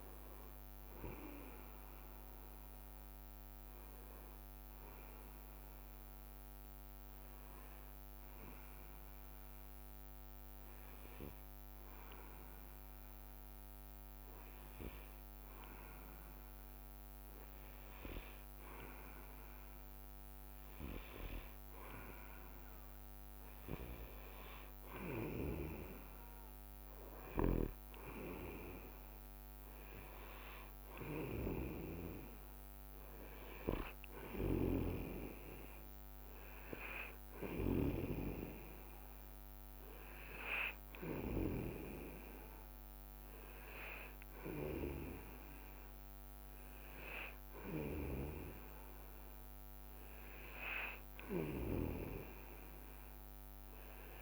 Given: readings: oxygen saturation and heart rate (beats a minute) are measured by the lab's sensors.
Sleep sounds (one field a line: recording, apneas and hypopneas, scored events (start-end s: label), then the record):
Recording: breathing in sleep by a microphone on the trachea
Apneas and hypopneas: 1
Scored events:
2.50-16.00 s: hypopnea (oxygen 98% before, 95% lowest, heart rate 68 before, 63 extreme, up 6 after)
6.50-11.00 s: leg movement (device-marked)
18.00-24.00 s: leg movement (device-marked)
18.50-21.50 s: arousal
20.50-33.50 s: oxygen desaturation (device-marked, oxygen 99% before, 95% lowest, heart rate 68 before, 64 extreme)
33.00-39.00 s: leg movement (device-marked)
48.00-53.50 s: leg movement (device-marked)
From the record:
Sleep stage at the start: N2 (light sleep)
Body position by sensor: on the back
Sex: male